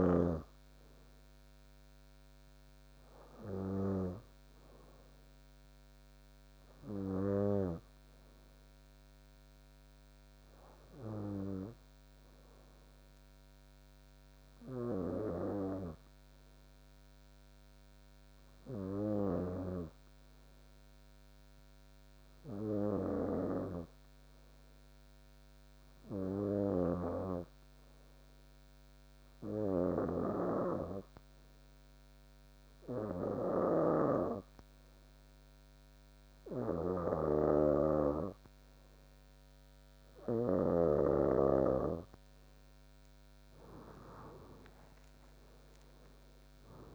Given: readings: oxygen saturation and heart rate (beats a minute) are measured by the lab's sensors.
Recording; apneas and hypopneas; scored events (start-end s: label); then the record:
breathing in sleep by a microphone on the trachea; 1
16.50-41.50 s: hypopnea (oxygen 97% before, 94% lowest, heart rate 64 before, 65 extreme, up 5 after)
26.50-41.00 s: snoring (device-marked)
40.50-46.95 s: oxygen desaturation (device-marked, oxygen 98% before, 94% lowest, heart rate 67 before, 64 extreme)
44.50-46.95 s: arousal
From the record:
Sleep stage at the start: N2 (light sleep); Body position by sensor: on the back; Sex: female